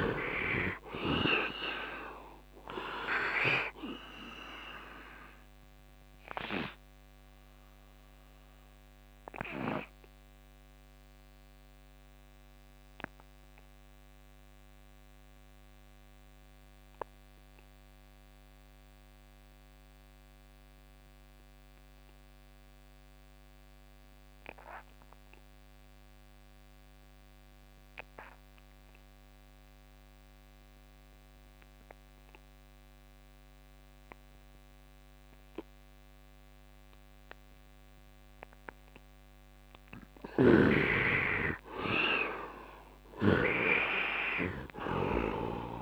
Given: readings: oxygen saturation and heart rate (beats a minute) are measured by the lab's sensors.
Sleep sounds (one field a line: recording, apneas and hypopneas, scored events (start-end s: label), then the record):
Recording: breathing in sleep by a microphone on the trachea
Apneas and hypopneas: 1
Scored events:
0.00-2.00 s: arousal
0.00-21.50 s: oxygen desaturation (device-marked, oxygen 74% lowest, heart rate 71 extreme)
8.00-38.50 s: obstructive apnea (oxygen 100% before, 71% lowest, heart rate 80 before, 68 extreme, up 7 after)
35.50-45.82 s: oxygen desaturation (device-marked, oxygen 98% before, 73% lowest, heart rate 76 before, 68 extreme)
40.00-43.50 s: snoring (device-marked)
40.50-45.00 s: arousal
From the record:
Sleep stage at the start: N2 (light sleep)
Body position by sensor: on the right side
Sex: male